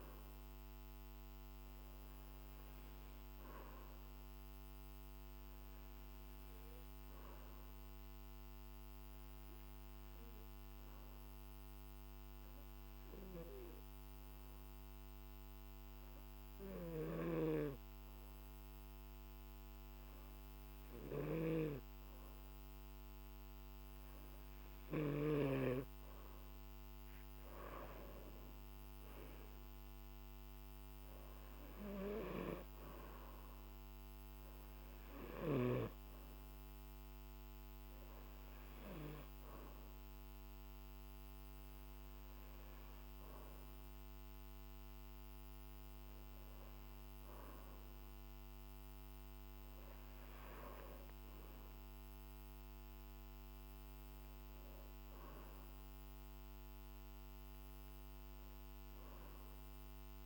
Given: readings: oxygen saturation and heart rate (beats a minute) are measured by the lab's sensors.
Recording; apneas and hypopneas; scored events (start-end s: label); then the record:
breathing in sleep by a microphone on the trachea; 1
7.50-25.50 s: hypopnea (oxygen 95% before, 93% lowest, heart rate 51 before, 49 extreme, up 9 after)
29.00-32.50 s: arousal
From the record:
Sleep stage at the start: N2 (light sleep); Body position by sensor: on the back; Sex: male